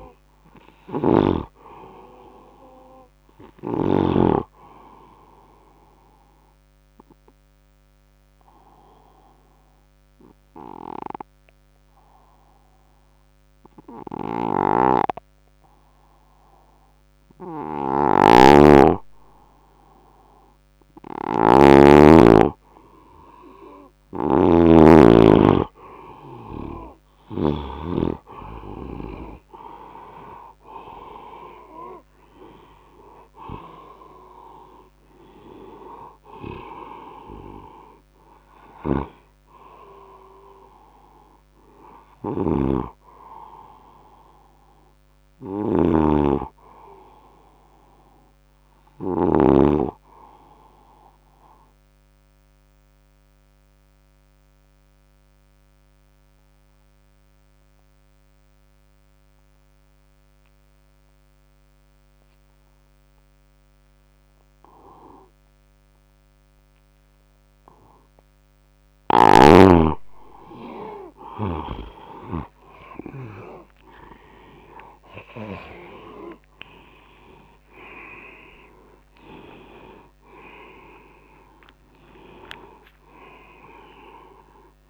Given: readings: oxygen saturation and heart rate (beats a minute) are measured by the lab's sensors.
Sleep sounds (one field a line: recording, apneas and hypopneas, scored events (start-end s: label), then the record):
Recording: a person partly awake in a sleep study, by a microphone on the trachea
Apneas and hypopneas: 2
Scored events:
0.00-4.00 s: snoring (device-marked)
0.00-9.00 s: oxygen desaturation (device-marked, oxygen 92% lowest, heart rate 69 extreme)
4.50-17.50 s: obstructive apnea (oxygen 98% before, 92% lowest, heart rate 81 before, 69 extreme, up 13 after)
14.00-27.50 s: snoring (device-marked)
30.00-34.00 s: arousal
38.50-49.00 s: snoring (device-marked)
50.00-67.50 s: obstructive apnea (oxygen 99% before, 91% lowest, heart rate 83 before, 73 extreme, up 1 after)
63.00-84.90 s: new sleep stage, awake
69.00-72.50 s: snoring (device-marked)
73.00-84.90 s: oxygen desaturation (device-marked, oxygen 97% before, 91% lowest, heart rate 78 before, 70 extreme)
From the record:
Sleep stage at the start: N2 (light sleep)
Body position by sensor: on the right side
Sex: male